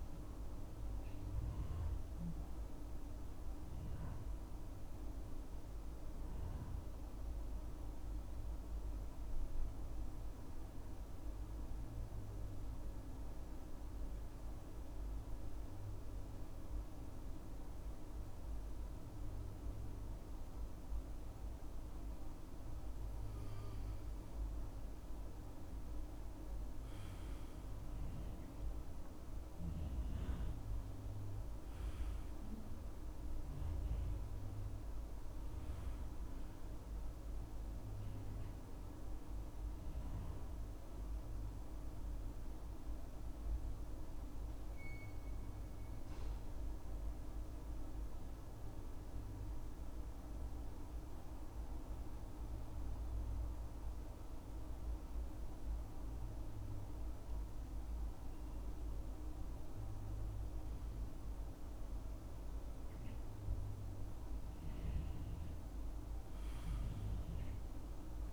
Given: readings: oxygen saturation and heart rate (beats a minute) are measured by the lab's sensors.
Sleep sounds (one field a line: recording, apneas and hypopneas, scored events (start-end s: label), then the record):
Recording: breathing in sleep, hard to hear, by a room microphone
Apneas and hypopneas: 2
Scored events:
4.00-23.50 s: obstructive apnea (oxygen 98% before, 92% lowest, heart rate 65 before, 62 extreme, up 10 after)
25.00-54.00 s: oxygen desaturation (device-marked, oxygen 98% before, 92% lowest, heart rate 66 before, 62 extreme)
26.50-31.00 s: arousal
41.50-62.00 s: obstructive apnea (oxygen 98% before, 92% lowest, heart rate 71 before, 62 extreme, up 9 after)
65.50-68.33 s: arousal
From the record:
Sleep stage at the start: N2 (light sleep)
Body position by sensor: on the back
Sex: male